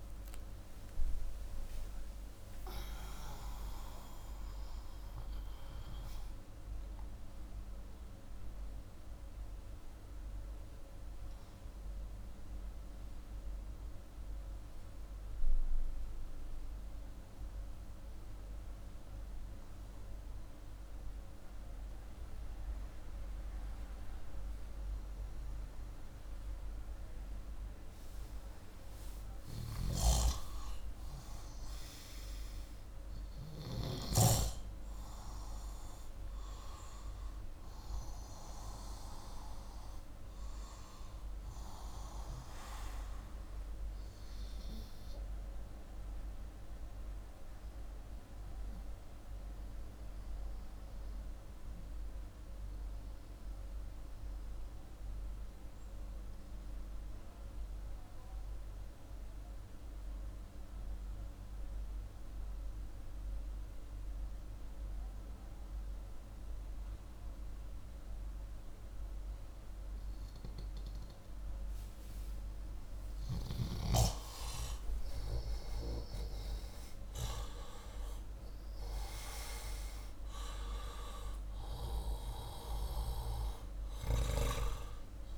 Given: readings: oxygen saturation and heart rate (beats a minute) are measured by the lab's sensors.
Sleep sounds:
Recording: breathing in sleep by a room microphone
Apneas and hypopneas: 2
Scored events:
3.00-16.00 s: oxygen desaturation (device-marked, oxygen 93% before, 89% lowest)
9.50-28.50 s: mixed apnea (oxygen 93% before, 88% lowest)
23.00-51.00 s: oxygen desaturation (device-marked, oxygen 95% before, 88% lowest, heart rate 92 before, 37 extreme)
27.00-85.38 s: new sleep stage, N2 (light sleep)
29.00-33.50 s: snoring (device-marked)
30.00-33.50 s: arousal
46.50-70.00 s: obstructive apnea (oxygen 95% before, 89% lowest, heart rate 107 before, 37 extreme)
72.00-76.50 s: arousal
From the record:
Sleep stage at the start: N1 (lightest sleep)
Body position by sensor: upright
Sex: male

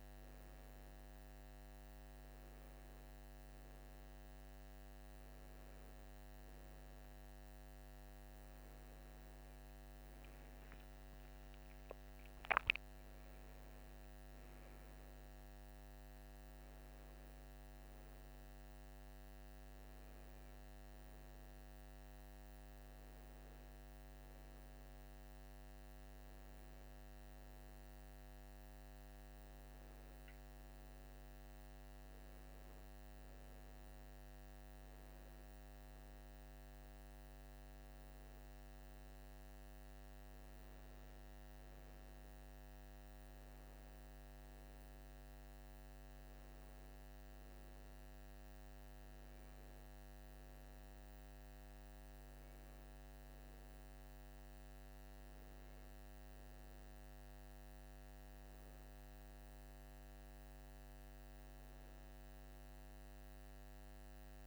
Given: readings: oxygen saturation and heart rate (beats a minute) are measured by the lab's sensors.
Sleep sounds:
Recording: a person partly awake in a sleep study, hard to hear, by a microphone on the trachea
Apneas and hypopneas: none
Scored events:
5.00-64.47 s: new sleep stage, N2 (light sleep)
From the record:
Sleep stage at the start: awake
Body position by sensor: on the right side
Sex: male

